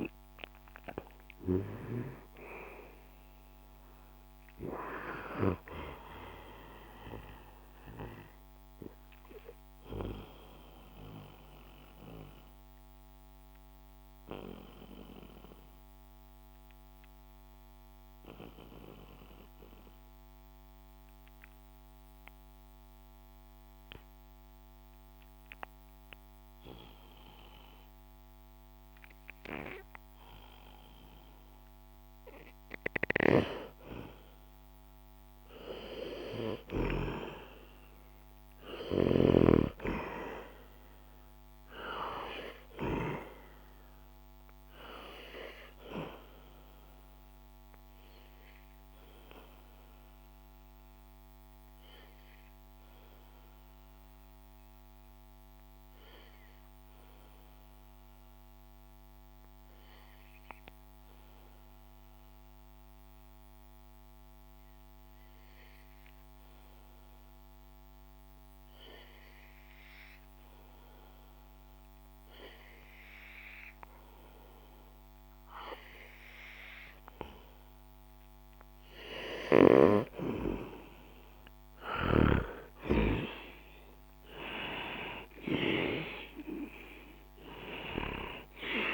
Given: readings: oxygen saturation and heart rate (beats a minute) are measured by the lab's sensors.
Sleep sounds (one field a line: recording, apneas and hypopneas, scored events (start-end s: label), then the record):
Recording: breathing in sleep by a microphone on the trachea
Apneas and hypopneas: 2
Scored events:
0.00-24.00 s: oxygen desaturation (device-marked, oxygen 90% lowest, heart rate 60 extreme)
9.00-32.50 s: obstructive apnea (oxygen 98% before, 90% lowest, heart rate 68 before, 58 extreme, up 2 after)
34.00-37.50 s: arousal
37.00-64.00 s: oxygen desaturation (device-marked, oxygen 98% before, 90% lowest, heart rate 64 before, 58 extreme)
47.50-77.00 s: obstructive apnea (oxygen 98% before, 90% lowest, heart rate 64 before, 58 extreme, up 7 after)
79.50-83.50 s: arousal
From the record:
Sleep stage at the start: N2 (light sleep)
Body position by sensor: on the back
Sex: male